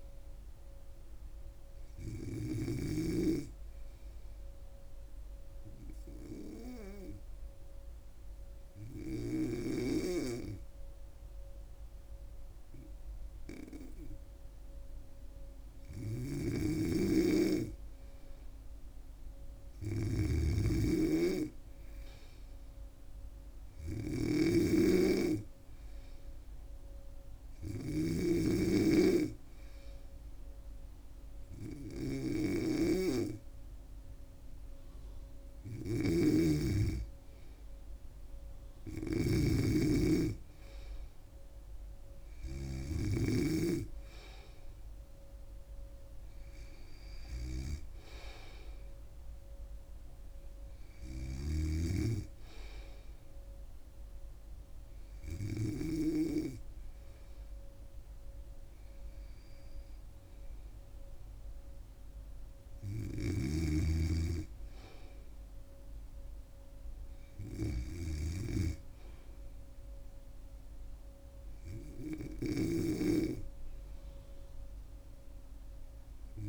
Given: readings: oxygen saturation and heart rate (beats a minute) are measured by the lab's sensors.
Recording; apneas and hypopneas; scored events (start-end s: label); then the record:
breathing in sleep by a room microphone; 1
0.00-3.00 s: snoring (device-marked)
4.50-17.00 s: hypopnea (oxygen 97% before, 94% lowest, heart rate 77 before, 77 extreme, up 2 after)
16.50-28.50 s: snoring (device-marked)
18.50-21.50 s: arousal
24.00-38.00 s: oxygen desaturation (device-marked, oxygen 97% before, 94% lowest, heart rate 77 before, 75 extreme)
36.00-43.50 s: snoring (device-marked)
72.50-76.49 s: snoring (device-marked)
74.50-76.49 s: arousal
From the record:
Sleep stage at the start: N2 (light sleep); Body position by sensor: on the back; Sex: female